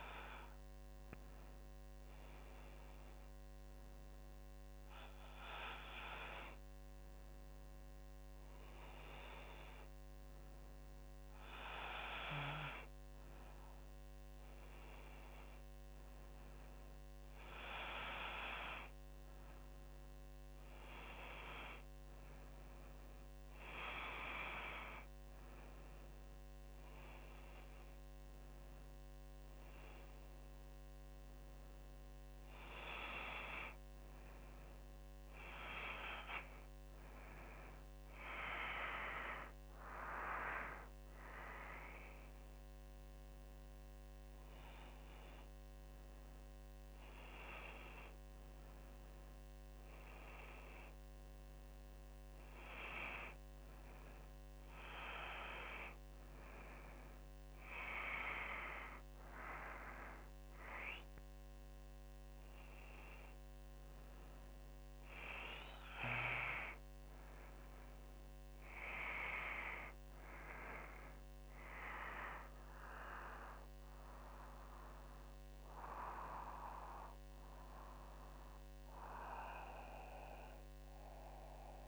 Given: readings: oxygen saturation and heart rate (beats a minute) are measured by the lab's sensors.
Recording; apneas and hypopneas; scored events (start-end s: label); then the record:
breathing in sleep by a microphone on the trachea; none
none scored
From the record:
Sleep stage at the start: N2 (light sleep); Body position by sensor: on the back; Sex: female